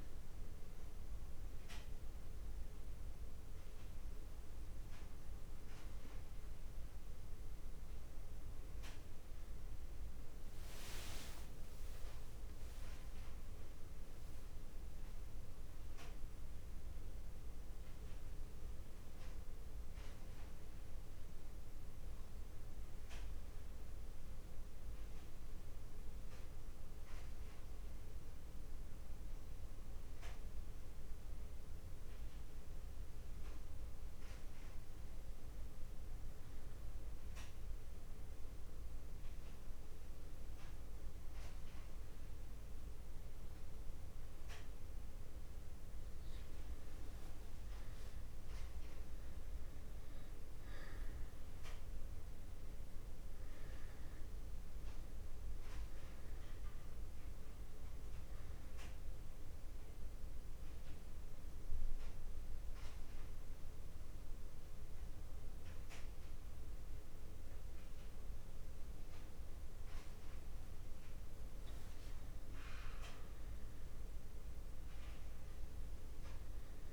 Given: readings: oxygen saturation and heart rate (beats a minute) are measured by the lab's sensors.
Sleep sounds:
breathing in sleep, hard to hear, by a room microphone; 2
10.00-14.00 s: arousal
34.50-46.00 s: central apnea (oxygen 99% before, 94% lowest)
49.50-53.00 s: arousal
57.50-75.50 s: oxygen desaturation (device-marked, oxygen 97% before, 94% lowest)
59.50-70.50 s: central apnea (oxygen 99% before, 94% lowest)
From the record:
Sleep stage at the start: N2 (light sleep); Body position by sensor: on the back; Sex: male

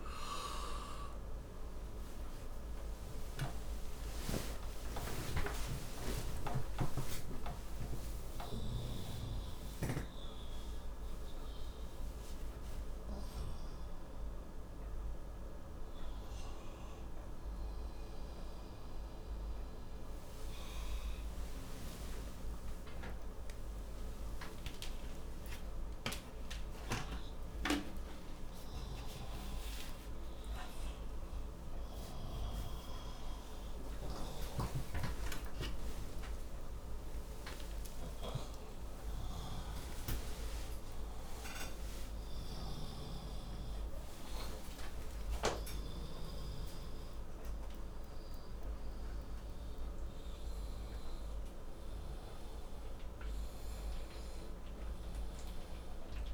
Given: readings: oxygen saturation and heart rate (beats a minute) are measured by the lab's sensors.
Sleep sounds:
a person awake in a sleep study, by a room microphone; none
17.00-25.00 s: oxygen desaturation (device-marked, oxygen 96% before, 92% lowest, heart rate 102 before, 47 extreme)
From the record:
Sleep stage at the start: awake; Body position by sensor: on the right side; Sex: male

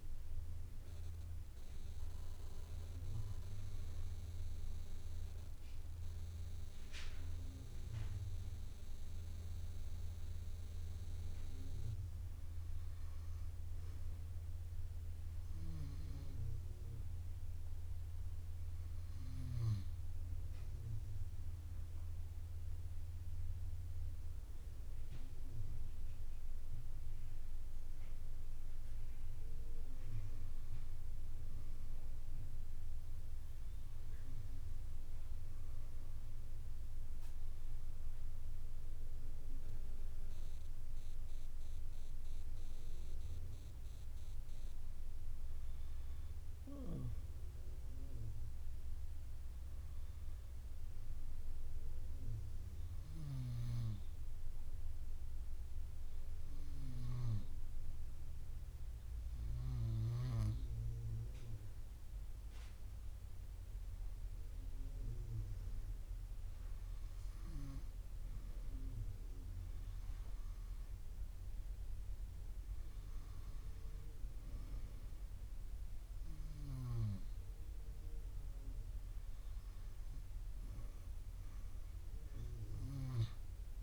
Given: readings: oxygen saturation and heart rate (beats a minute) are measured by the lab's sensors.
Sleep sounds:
breathing in sleep by a room microphone; none
none scored
From the record:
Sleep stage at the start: N2 (light sleep); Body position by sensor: on the right side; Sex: female

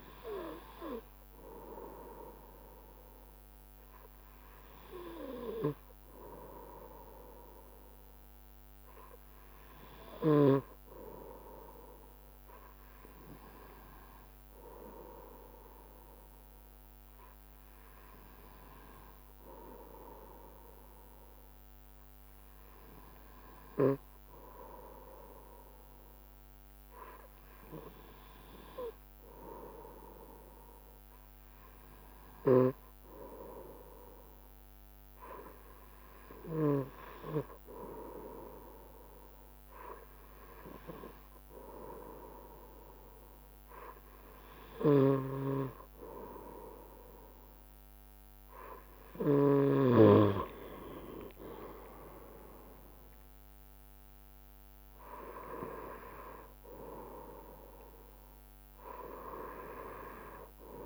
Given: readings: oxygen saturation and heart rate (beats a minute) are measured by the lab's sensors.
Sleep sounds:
breathing in sleep by a microphone on the trachea; none
45.00-50.00 s: snoring (device-marked)
50.50-60.86 s: drop in pulse transit time (device-marked, heart rate 68 before, 67 extreme)
From the record:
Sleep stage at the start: N2 (light sleep); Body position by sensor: on the right side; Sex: male

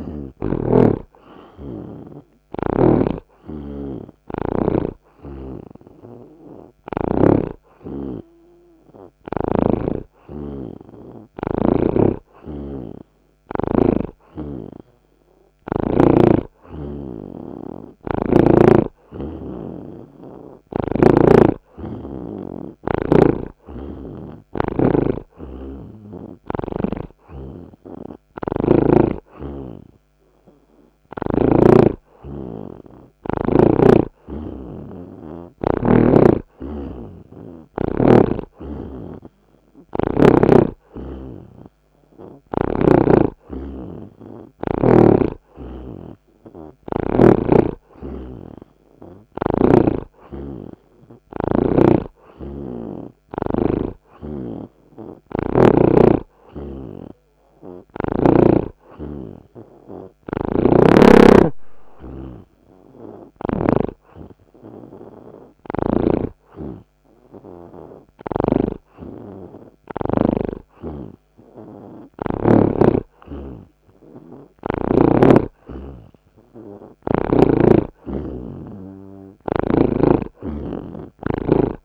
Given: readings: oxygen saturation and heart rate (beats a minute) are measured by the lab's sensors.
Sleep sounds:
breathing in sleep by a microphone on the trachea; none
0.00-1.50 s: oxygen desaturation (device-marked, oxygen 79% lowest)
3.50-17.50 s: oxygen desaturation (device-marked, oxygen 83% before, 79% lowest)
5.00-10.00 s: snoring (device-marked)
24.50-38.50 s: oxygen desaturation (device-marked, oxygen 86% before, 80% lowest)
34.50-38.50 s: snoring (device-marked)
44.50-55.50 s: oxygen desaturation (device-marked, oxygen 83% before, 80% lowest)
50.50-54.00 s: snoring (device-marked)
68.50-72.50 s: snoring (device-marked)
From the record:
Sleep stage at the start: N2 (light sleep); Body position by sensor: on the right side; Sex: male

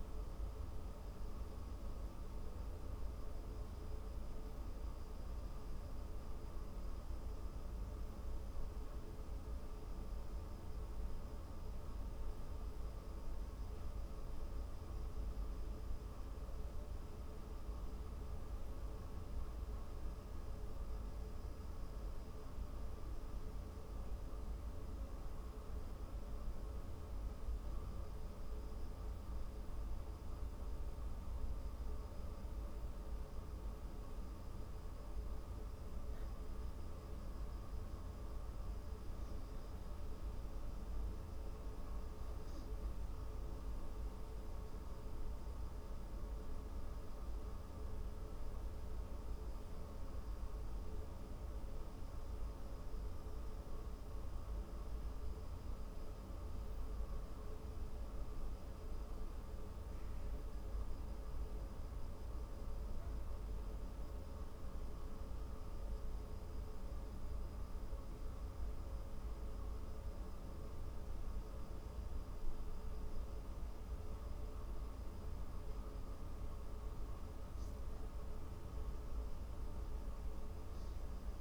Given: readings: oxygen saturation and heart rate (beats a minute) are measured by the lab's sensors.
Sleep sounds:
breathing in sleep, hard to hear, by a room microphone; 1
5.50-81.41 s: new sleep stage, N2 (light sleep)
36.00-48.00 s: hypopnea (oxygen 98% before, 96% lowest)
50.00-55.00 s: arousal
From the record:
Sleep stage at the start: N1 (lightest sleep); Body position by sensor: on the back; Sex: female

